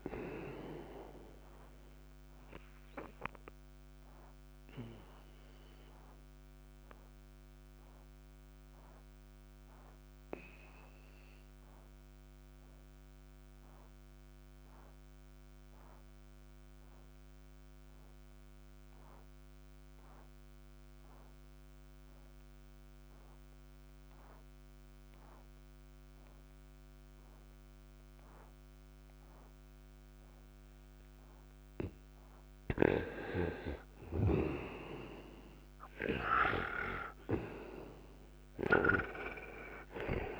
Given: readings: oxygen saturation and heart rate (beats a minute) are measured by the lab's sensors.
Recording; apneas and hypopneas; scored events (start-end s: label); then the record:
breathing in sleep by a microphone on the trachea; 1
0.00-24.50 s: oxygen desaturation (device-marked, oxygen 86% lowest, heart rate 56 extreme)
4.00-32.00 s: obstructive apnea (oxygen 99% before, 86% lowest, heart rate 70 before, 56 extreme, up 24 after)
35.50-40.00 s: arousal
From the record:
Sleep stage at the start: N2 (light sleep); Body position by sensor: on the right side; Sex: male